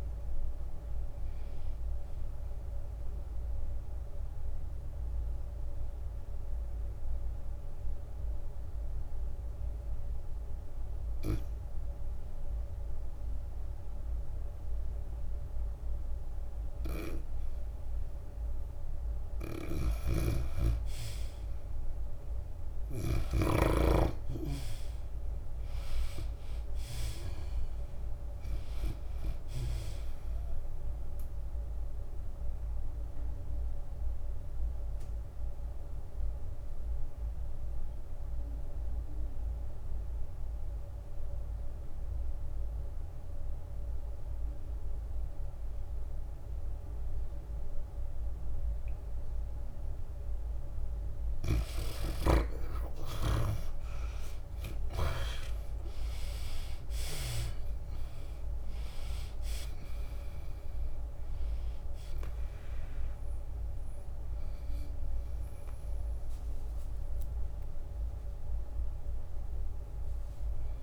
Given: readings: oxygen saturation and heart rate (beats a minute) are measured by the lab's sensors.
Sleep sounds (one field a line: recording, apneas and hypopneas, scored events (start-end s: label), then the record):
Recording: breathing in sleep by a room microphone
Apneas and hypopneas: 2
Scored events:
0.00-2.50 s: tachycardia (device-marked, heart rate 121 extreme)
0.00-9.50 s: drop in pulse transit time (device-marked, heart rate 97 extreme)
0.00-17.50 s: oxygen desaturation (device-marked, oxygen 75% lowest, heart rate 94 extreme)
4.50-19.00 s: obstructive apnea (oxygen 97% before, 75% lowest, heart rate 104 before, 91 extreme, up 23 after)
20.50-29.50 s: tachycardia (device-marked, heart rate 94 before, 119 extreme)
21.00-24.50 s: arousal
21.00-24.50 s: snoring (device-marked)
23.50-25.50 s: long interval between heartbeats (device-marked, heart rate 96 before, 104 extreme)
27.50-40.50 s: drop in pulse transit time (device-marked, heart rate 99 before, 100 extreme)
28.50-46.50 s: oxygen desaturation (device-marked, oxygen 97% before, 83% lowest, heart rate 100 before, 88 extreme)
30.50-37.50 s: tachycardia (device-marked, heart rate 94 before, 110 extreme)
33.00-51.00 s: obstructive apnea (oxygen 97% before, 81% lowest, heart rate 102 before, 88 extreme, up 28 after)
52.50-56.00 s: arousal
52.50-64.50 s: tachycardia (device-marked, heart rate 95 before, 126 extreme)
53.50-70.83 s: oxygen desaturation (device-marked, oxygen 95% before, 81% lowest, heart rate 97 before, 90 extreme)
56.00-58.00 s: long interval between heartbeats (device-marked, heart rate 95 before, 101 extreme)
57.50-70.83 s: drop in pulse transit time (device-marked, heart rate 94 before, 97 extreme)
59.00-61.00 s: long interval between heartbeats (device-marked, heart rate 94 before, 117 extreme)
61.50-63.50 s: long interval between heartbeats (device-marked, heart rate 96 before, 118 extreme)
From the record:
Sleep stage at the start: N2 (light sleep)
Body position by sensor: on the back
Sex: female